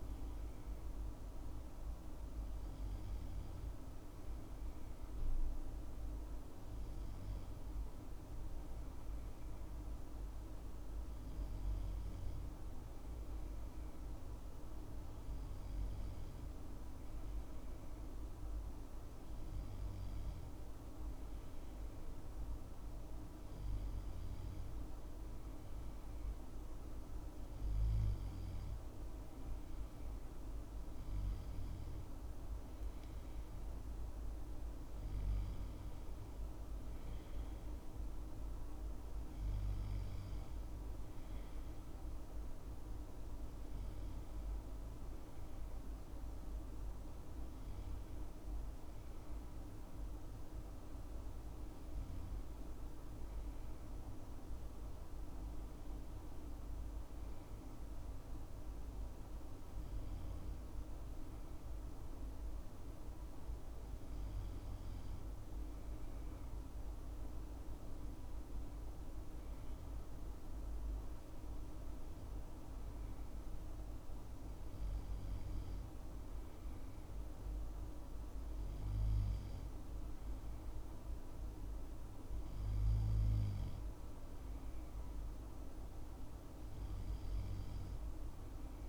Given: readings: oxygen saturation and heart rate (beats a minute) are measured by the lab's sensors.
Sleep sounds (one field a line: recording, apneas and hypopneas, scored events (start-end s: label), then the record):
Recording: breathing in sleep, hard to hear, by a room microphone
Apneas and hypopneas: none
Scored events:
none scored
From the record:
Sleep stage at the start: N2 (light sleep)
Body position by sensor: on the left side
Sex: male